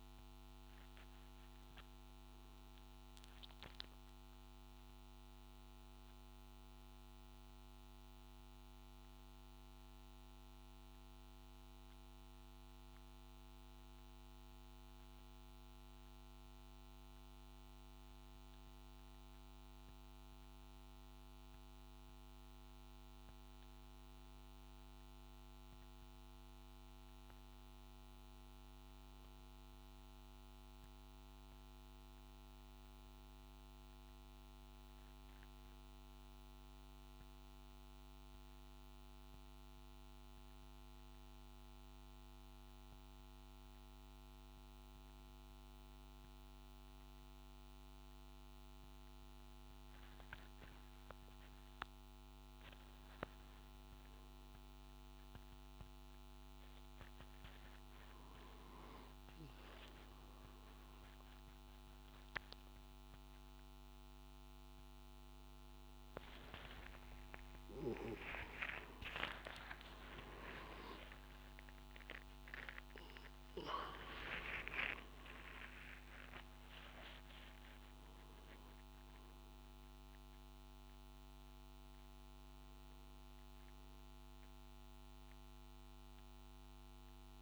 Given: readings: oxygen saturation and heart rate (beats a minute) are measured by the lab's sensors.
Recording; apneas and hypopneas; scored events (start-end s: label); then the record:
breathing in sleep by a microphone on the trachea; 2
12.00-23.00 s: hypopnea (oxygen 97% before, 93% lowest, heart rate 63 before, 54 extreme, up 6 after)
36.50-48.00 s: hypopnea (oxygen 98% before, 94% lowest, heart rate 57 before, 55 extreme, up 11 after)
From the record:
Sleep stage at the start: N3 (deep sleep); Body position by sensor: on the back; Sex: male